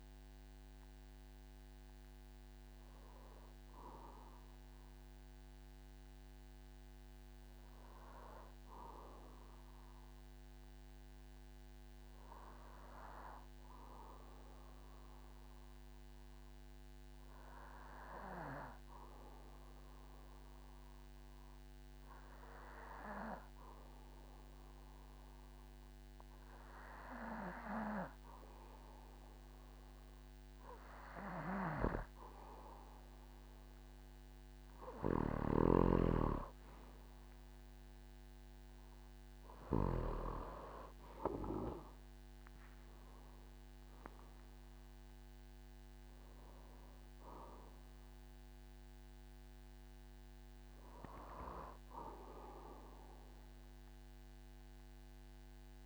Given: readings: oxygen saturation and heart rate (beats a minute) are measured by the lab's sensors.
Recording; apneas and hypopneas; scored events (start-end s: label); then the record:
breathing in sleep by a microphone on the trachea; 1
6.50-28.50 s: hypopnea (oxygen 96% before, 93% lowest, heart rate 67 before, 47 extreme, up 4 after)
29.00-55.86 s: oxygen desaturation (device-marked, oxygen 98% before, 93% lowest, heart rate 48 before, 43 extreme)
40.50-44.50 s: arousal
44.00-46.00 s: long interval between heartbeats (device-marked, heart rate 52 before, 72 extreme)
From the record:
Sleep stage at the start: N2 (light sleep); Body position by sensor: on the back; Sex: male